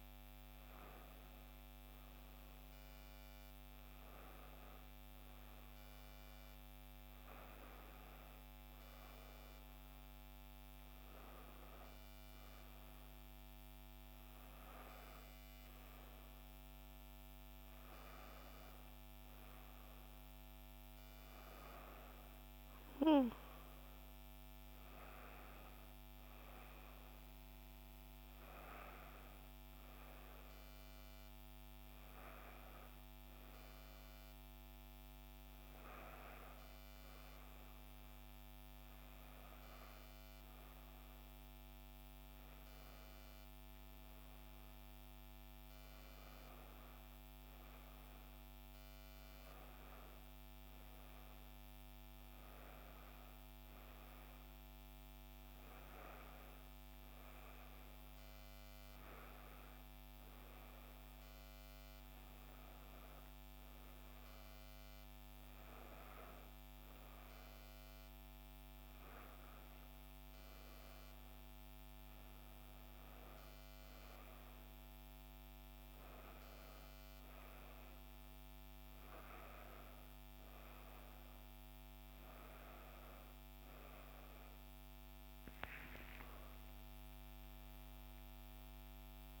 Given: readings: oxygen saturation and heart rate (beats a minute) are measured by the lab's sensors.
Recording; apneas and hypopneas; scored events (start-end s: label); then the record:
a person awake in a sleep study, hard to hear, by a microphone on the trachea; none
40.00-89.40 s: new sleep stage, awake
From the record:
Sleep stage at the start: N1 (lightest sleep); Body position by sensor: on the back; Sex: female